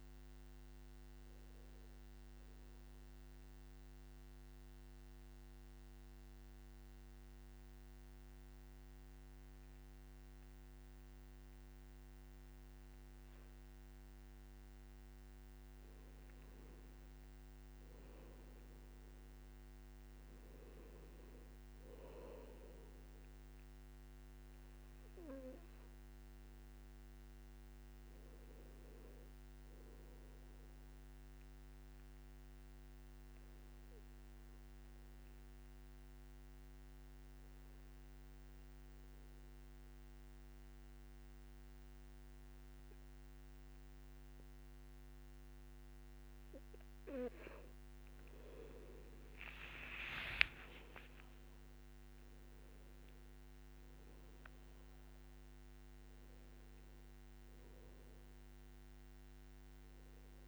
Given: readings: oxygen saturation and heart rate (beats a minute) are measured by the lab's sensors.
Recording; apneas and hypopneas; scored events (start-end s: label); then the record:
breathing in sleep by a microphone on the trachea; 2
3.50-16.00 s: mixed apnea (oxygen 99% before, 91% lowest, heart rate 63 before, 54 extreme, up 9 after)
18.00-21.50 s: arousal
20.00-36.00 s: oxygen desaturation (device-marked, oxygen 98% before, 92% lowest, heart rate 61 before, 54 extreme)
32.50-47.50 s: obstructive apnea (oxygen 98% before, 91% lowest, heart rate 61 before, 55 extreme, up 13 after)
49.50-54.00 s: arousal
52.00-60.48 s: oxygen desaturation (device-marked, oxygen 97% before, 91% lowest, heart rate 59 before, 52 extreme)
From the record:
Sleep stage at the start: N2 (light sleep); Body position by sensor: on the back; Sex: male